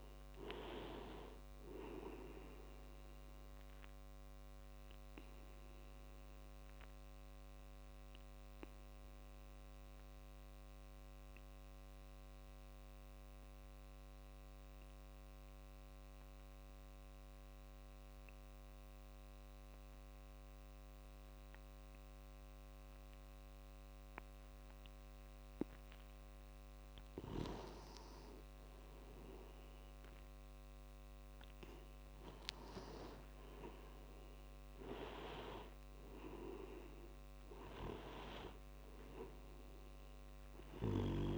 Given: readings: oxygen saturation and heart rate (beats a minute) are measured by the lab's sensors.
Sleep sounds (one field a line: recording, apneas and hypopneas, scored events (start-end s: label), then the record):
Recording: breathing in sleep by a microphone on the trachea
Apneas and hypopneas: 1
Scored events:
3.50-16.50 s: oxygen desaturation (device-marked, oxygen 95% before, 91% lowest)
5.00-26.50 s: obstructive apnea (oxygen 97% before, 90% lowest)
28.00-31.50 s: arousal
28.50-41.38 s: oxygen desaturation (device-marked, oxygen 97% before, 90% lowest)
From the record:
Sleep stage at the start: N2 (light sleep)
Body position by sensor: on the back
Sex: male